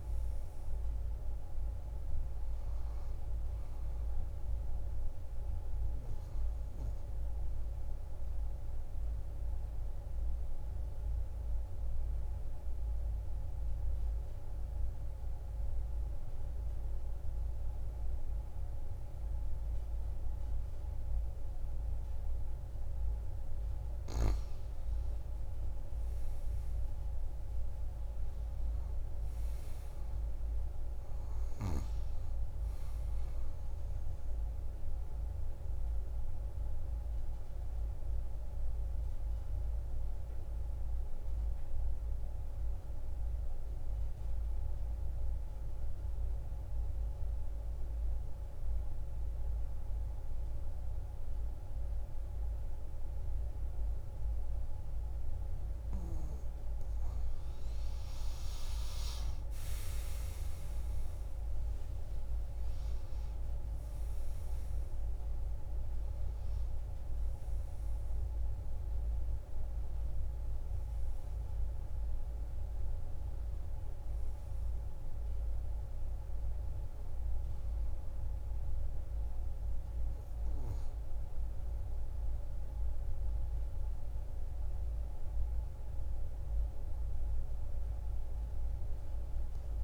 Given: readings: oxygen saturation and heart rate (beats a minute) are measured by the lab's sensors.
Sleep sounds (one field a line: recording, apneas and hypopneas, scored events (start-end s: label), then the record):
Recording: breathing in sleep, hard to hear, by a room microphone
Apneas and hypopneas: 2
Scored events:
0.00-15.50 s: oxygen desaturation (device-marked, oxygen 91% lowest)
7.50-23.50 s: obstructive apnea (oxygen 98% before, 90% lowest)
25.50-29.50 s: arousal
32.50-48.50 s: oxygen desaturation (device-marked, oxygen 98% before, 93% lowest)
35.00-57.00 s: obstructive apnea (oxygen 98% before, 90% lowest)
58.50-61.50 s: arousal
61.50-89.84 s: oxygen desaturation (device-marked, oxygen 97% before, 90% lowest)
From the record:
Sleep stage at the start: N2 (light sleep)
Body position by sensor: on the back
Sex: female